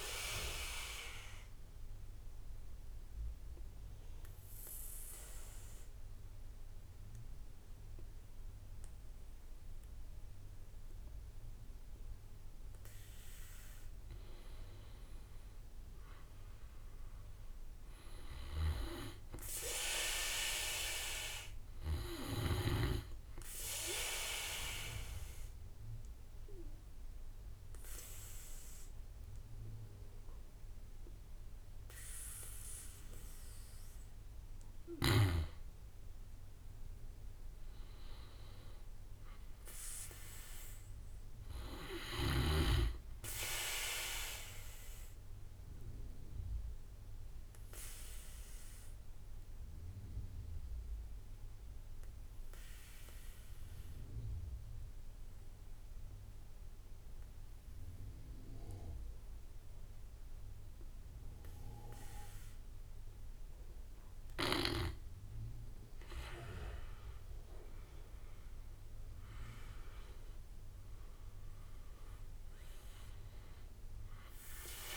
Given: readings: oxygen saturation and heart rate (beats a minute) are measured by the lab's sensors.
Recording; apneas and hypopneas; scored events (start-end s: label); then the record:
breathing in sleep by a room microphone; 3
0.00-13.00 s: oxygen desaturation (device-marked, oxygen 93% lowest, heart rate 48 extreme)
0.50-13.00 s: obstructive apnea (oxygen 97% before, 89% lowest, heart rate 57 before, 48 extreme, up 9 after)
14.50-19.00 s: arousal
16.00-26.00 s: drop in pulse transit time (device-marked, heart rate 52 before, 48 extreme)
21.00-39.00 s: oxygen desaturation (device-marked, oxygen 95% before, 91% lowest, heart rate 53 before, 46 extreme)
23.00-34.00 s: obstructive apnea (oxygen 97% before, 87% lowest, heart rate 53 before, 46 extreme, up 10 after)
36.50-40.00 s: arousal
44.50-64.00 s: obstructive apnea (oxygen 97% before, 87% lowest, heart rate 54 before, 46 extreme, up 16 after)
63.00-74.97 s: oxygen desaturation (device-marked, oxygen 98% before, 87% lowest, heart rate 50 before, 47 extreme)
66.50-70.00 s: arousal
69.00-74.97 s: drop in pulse transit time (device-marked, heart rate 51 before, 53 extreme)
From the record:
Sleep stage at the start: N2 (light sleep); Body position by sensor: on the back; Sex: male